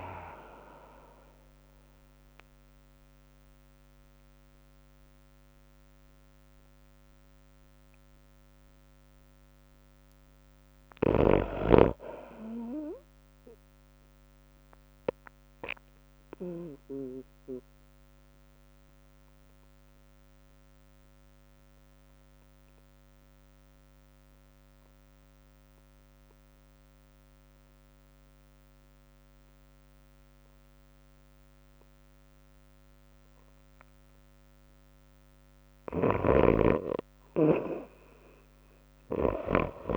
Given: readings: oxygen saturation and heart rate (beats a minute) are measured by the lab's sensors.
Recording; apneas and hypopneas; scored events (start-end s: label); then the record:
breathing in sleep by a microphone on the trachea; 1
0.00-11.00 s: drop in pulse transit time (device-marked, heart rate 105 extreme)
0.00-14.00 s: oxygen desaturation (device-marked, oxygen 51% lowest, heart rate 84 extreme)
0.00-33.00 s: tachycardia (device-marked, heart rate 119 extreme)
16.00-35.50 s: obstructive apnea (oxygen 98% before, 52% lowest, heart rate 113 before, 91 extreme)
16.00-39.97 s: oxygen desaturation (device-marked, oxygen 98% before, 59% lowest, heart rate 113 before, 90 extreme)
38.00-39.97 s: arousal
From the record:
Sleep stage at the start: REM sleep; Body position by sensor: on the back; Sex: female